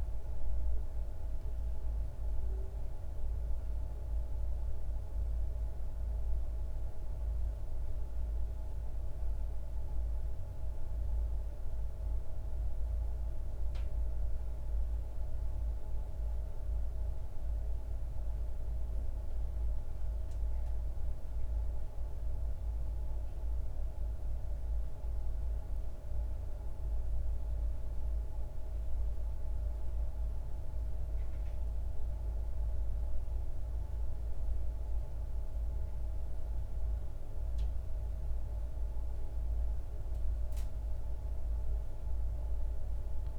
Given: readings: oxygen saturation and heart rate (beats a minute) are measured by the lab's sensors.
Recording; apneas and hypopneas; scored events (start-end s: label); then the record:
breathing in sleep, hard to hear, by a room microphone; none
none scored
From the record:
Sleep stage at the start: N1 (lightest sleep); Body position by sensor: on the back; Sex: male